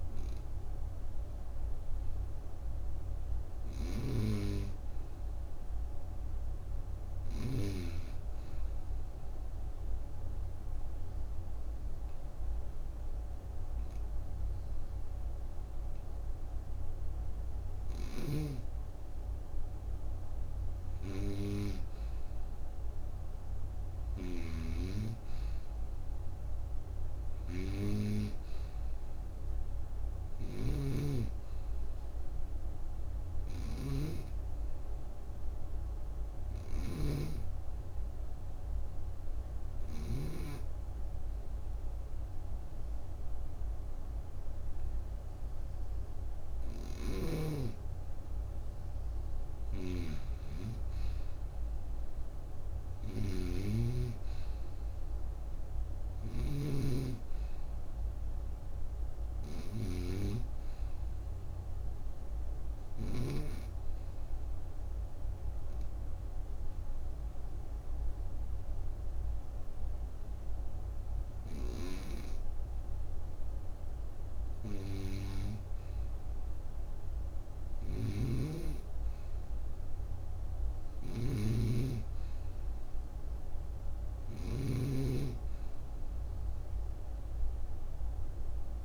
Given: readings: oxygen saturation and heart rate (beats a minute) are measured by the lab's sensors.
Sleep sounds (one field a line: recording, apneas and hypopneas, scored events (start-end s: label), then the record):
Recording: breathing in sleep by a room microphone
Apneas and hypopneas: 3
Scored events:
0.00-16.00 s: oxygen desaturation (device-marked, oxygen 91% lowest, heart rate 59 extreme)
3.50-7.50 s: snoring (device-marked)
9.50-19.50 s: obstructive apnea (oxygen 97% before, 90% lowest, heart rate 66 before, 59 extreme, up 9 after)
18.00-40.50 s: snoring (device-marked)
21.00-24.50 s: arousal
34.00-46.50 s: obstructive apnea (oxygen 95% before, 90% lowest, heart rate 63 before, 59 extreme, up 8 after)
46.50-63.00 s: snoring (device-marked)
48.50-53.50 s: arousal
61.50-74.00 s: obstructive apnea (oxygen 95% before, 90% lowest, heart rate 63 before, 60 extreme, up 6 after)
66.00-81.00 s: oxygen desaturation (device-marked, oxygen 95% before, 90% lowest, heart rate 63 before, 60 extreme)
75.50-78.50 s: arousal
77.50-84.50 s: snoring (device-marked)
From the record:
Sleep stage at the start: N2 (light sleep)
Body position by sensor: on the right side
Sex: female